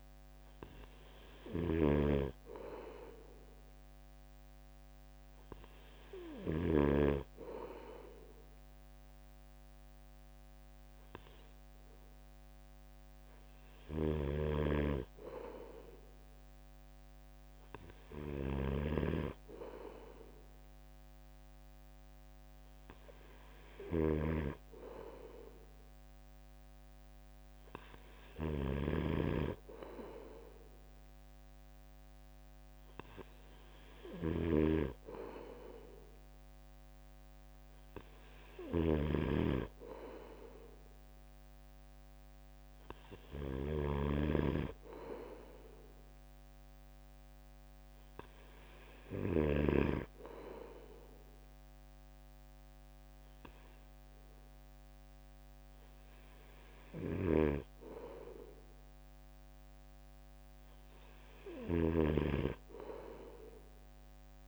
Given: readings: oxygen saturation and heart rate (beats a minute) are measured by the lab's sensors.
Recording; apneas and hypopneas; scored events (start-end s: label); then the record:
breathing in sleep by a microphone on the trachea; none
0.00-6.50 s: snoring (device-marked)
13.50-49.50 s: snoring (device-marked)
57.00-64.48 s: snoring (device-marked)
From the record:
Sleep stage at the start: N3 (deep sleep); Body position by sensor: on the right side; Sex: male